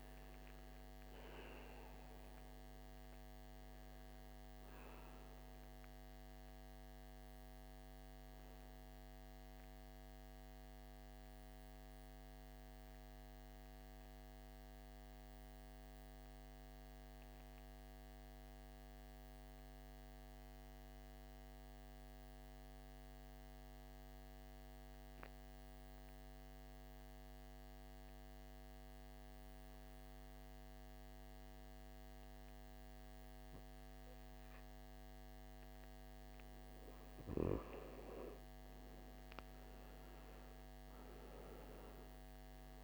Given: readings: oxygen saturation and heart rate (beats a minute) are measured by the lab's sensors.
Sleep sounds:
breathing in sleep, hard to hear, by a microphone on the trachea; 1
0.00-18.50 s: oxygen desaturation (device-marked, oxygen 80% lowest, heart rate 53 extreme)
10.00-35.00 s: mixed apnea (oxygen 98% before, 80% lowest, heart rate 69 before, 53 extreme, up 15 after)
36.00-40.00 s: arousal
36.50-42.84 s: oxygen desaturation (device-marked, oxygen 99% before, 87% lowest, heart rate 56 before, 55 extreme)
From the record:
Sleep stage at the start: N2 (light sleep); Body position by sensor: on the back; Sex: male

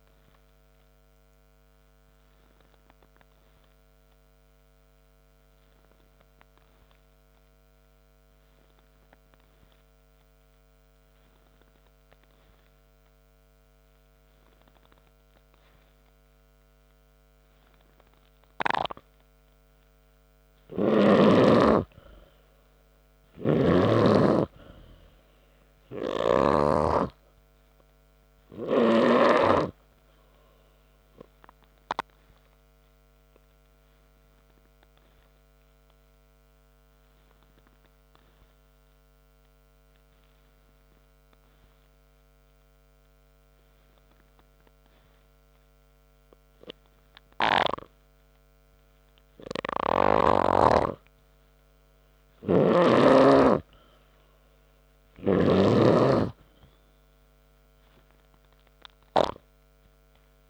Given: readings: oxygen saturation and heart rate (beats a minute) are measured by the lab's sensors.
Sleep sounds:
breathing in sleep by a microphone on the trachea; 2
0.50-20.00 s: obstructive apnea (oxygen 98% before, 91% lowest, heart rate 64 before, 57 extreme, up 11 after)
18.50-44.50 s: oxygen desaturation (device-marked, oxygen 97% before, 91% lowest, heart rate 64 before, 61 extreme)
22.50-25.50 s: arousal
24.00-27.50 s: snoring (device-marked)
33.50-48.50 s: obstructive apnea (oxygen 97% before, 91% lowest, heart rate 63 before, 61 extreme, up 0 after)
51.50-60.49 s: oxygen desaturation (device-marked, oxygen 97% before, 93% lowest, heart rate 66 before, 57 extreme)
52.50-55.50 s: arousal
From the record:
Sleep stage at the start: N3 (deep sleep); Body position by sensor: on the back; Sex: male

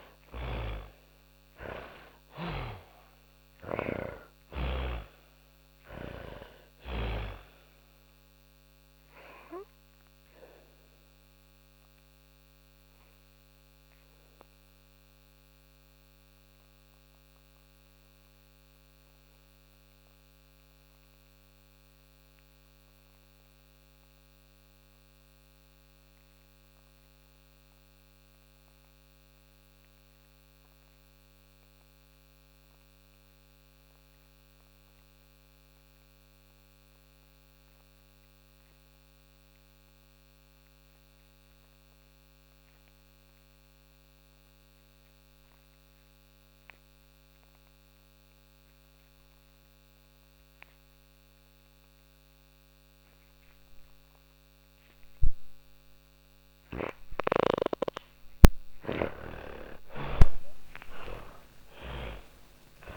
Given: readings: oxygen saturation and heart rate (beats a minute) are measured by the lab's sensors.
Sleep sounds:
breathing in sleep by a microphone on the trachea; 1
0.00-3.00 s: arousal
0.00-3.00 s: snoring (device-marked)
0.00-27.00 s: oxygen desaturation (device-marked, oxygen 81% lowest, heart rate 38 extreme)
7.50-54.00 s: obstructive apnea (oxygen 99% before, 73% lowest, heart rate 74 before, 38 extreme, up 53 after)
43.00-62.97 s: oxygen desaturation (device-marked, oxygen 98% before, 73% lowest, heart rate 45 before, 48 extreme)
56.50-61.00 s: arousal
60.00-62.97 s: snoring (device-marked)
From the record:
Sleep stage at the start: N2 (light sleep); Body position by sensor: on the back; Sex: female

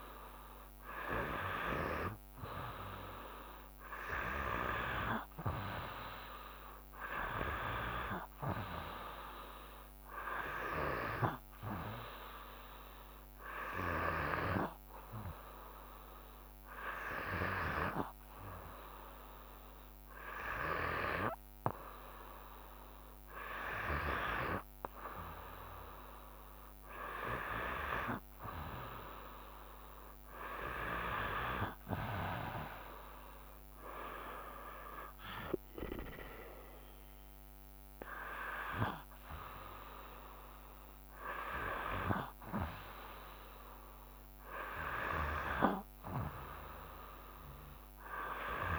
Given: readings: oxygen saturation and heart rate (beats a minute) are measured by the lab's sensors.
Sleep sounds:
breathing in sleep by a microphone on the trachea; 1
6.50-10.00 s: arousal
12.00-23.50 s: hypopnea (oxygen 96% before, 93% lowest, heart rate 62 before, 67 extreme, up 2 after)
27.00-30.50 s: arousal
31.00-44.00 s: drop in pulse transit time (device-marked, heart rate 73 before, 67 extreme)
From the record:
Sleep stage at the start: N2 (light sleep); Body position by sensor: on the back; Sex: female

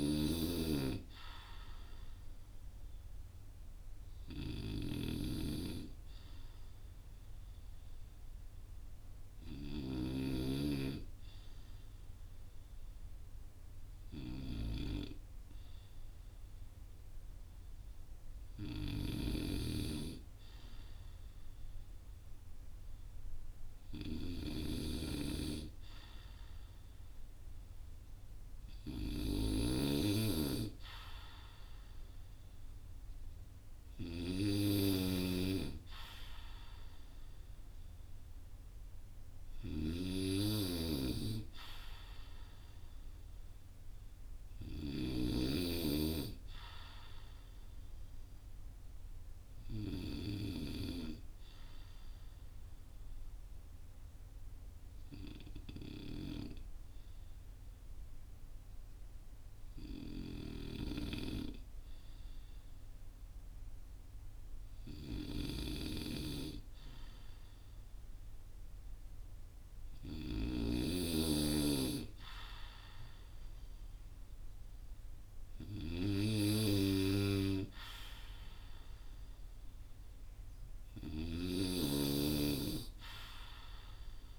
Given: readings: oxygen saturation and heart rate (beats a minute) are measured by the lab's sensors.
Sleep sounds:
breathing in sleep by a room microphone; none
0.00-9.50 s: snoring (device-marked)
2.00-22.00 s: oxygen desaturation (device-marked, oxygen 95% before, 92% lowest, heart rate 56 before, 40 extreme)
18.00-24.00 s: snoring (device-marked)
34.00-44.00 s: snoring (device-marked)
80.00-84.39 s: snoring (device-marked)
From the record:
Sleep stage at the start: N2 (light sleep); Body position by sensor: on the right side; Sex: male

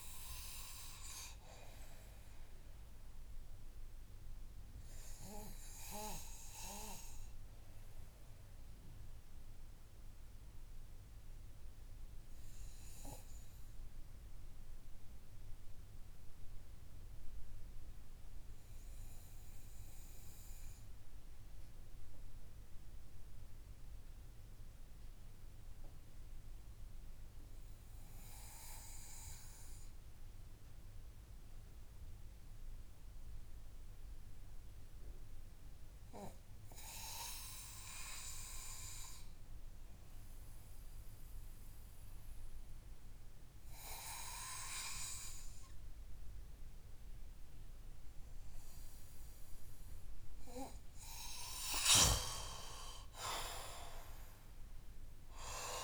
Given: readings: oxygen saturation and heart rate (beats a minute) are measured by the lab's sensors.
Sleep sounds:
breathing in sleep by a room microphone; 1
0.00-22.50 s: oxygen desaturation (device-marked, oxygen 89% lowest)
0.50-49.00 s: obstructive apnea (oxygen 97% before, 89% lowest)
47.50-55.84 s: oxygen desaturation (device-marked, oxygen 97% before, 93% lowest)
51.50-55.00 s: arousal
From the record:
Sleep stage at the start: N2 (light sleep); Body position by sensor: on the back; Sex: male

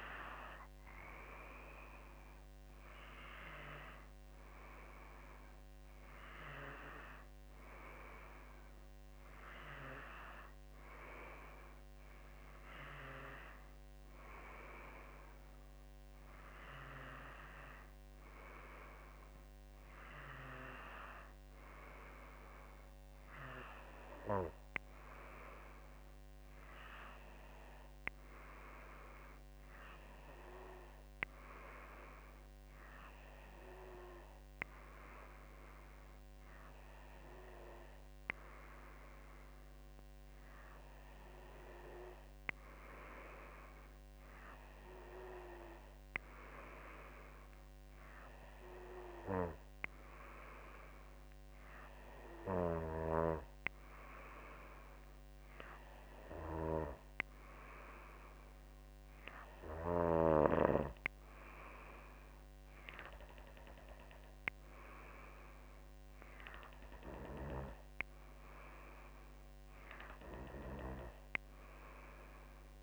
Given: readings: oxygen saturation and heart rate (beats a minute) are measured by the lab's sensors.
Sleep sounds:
breathing in sleep by a microphone on the trachea; none
none scored
From the record:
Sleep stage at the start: N2 (light sleep); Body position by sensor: on the back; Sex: female

